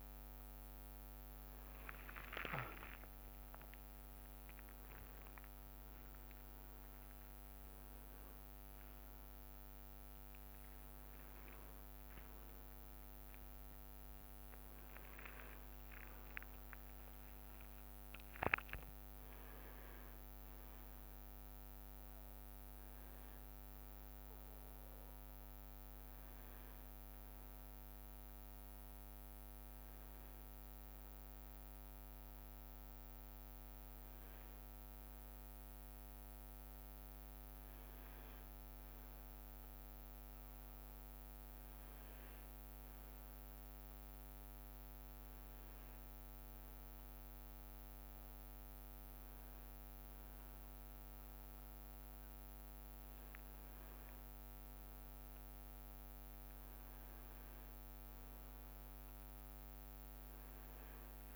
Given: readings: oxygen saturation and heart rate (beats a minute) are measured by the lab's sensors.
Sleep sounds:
a person partly awake in a sleep study, hard to hear, by a microphone on the trachea; none
2.00-4.00 s: leg movement (device-marked)
15.50-25.00 s: leg movement (device-marked)
30.50-61.36 s: new sleep stage, N1 (lightest sleep)
36.00-45.50 s: leg movement (device-marked)
51.00-56.00 s: leg movement (device-marked)
From the record:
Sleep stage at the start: awake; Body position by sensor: on the back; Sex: male

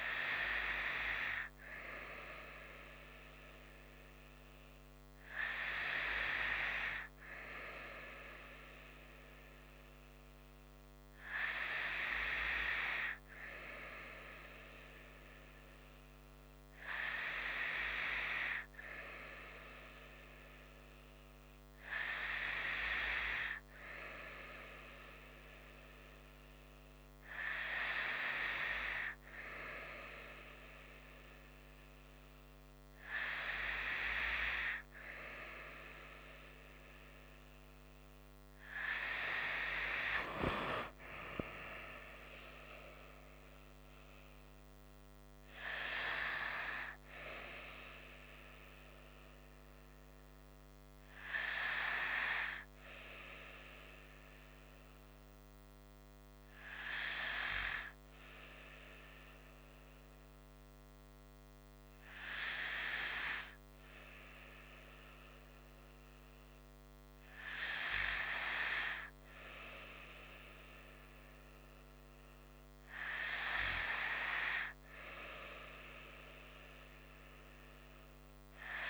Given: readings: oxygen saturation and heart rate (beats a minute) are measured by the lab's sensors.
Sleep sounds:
breathing in sleep by a microphone on the trachea; none
40.50-44.50 s: arousal
From the record:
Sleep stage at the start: N2 (light sleep); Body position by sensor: on the right side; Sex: female

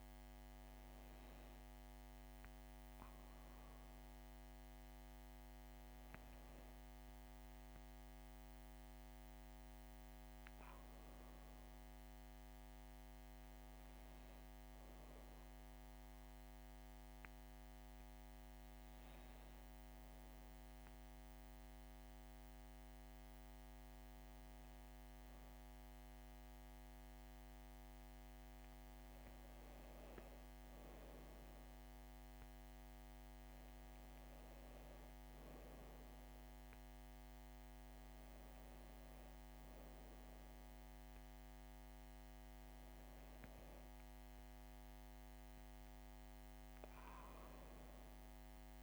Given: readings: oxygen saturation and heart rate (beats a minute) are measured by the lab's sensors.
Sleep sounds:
breathing in sleep, hard to hear, by a microphone on the trachea; none
26.00-48.83 s: new sleep stage, N2 (light sleep)
34.50-38.50 s: arousal
From the record:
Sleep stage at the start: N1 (lightest sleep); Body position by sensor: on the back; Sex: female

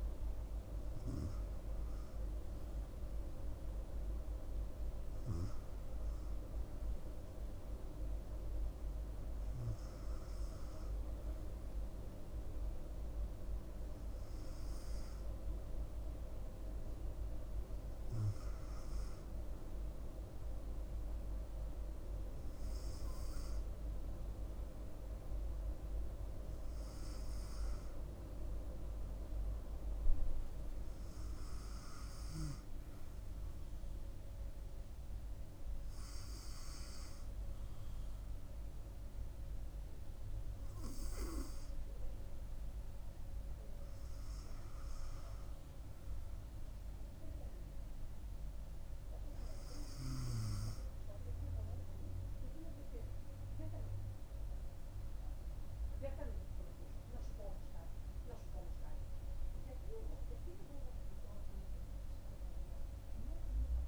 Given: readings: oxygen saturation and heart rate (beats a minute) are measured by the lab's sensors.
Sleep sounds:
breathing in sleep by a room microphone; none
26.00-63.88 s: new sleep stage, N2 (light sleep)
56.50-62.00 s: arousal
From the record:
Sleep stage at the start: N1 (lightest sleep); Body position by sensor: on the front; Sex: female

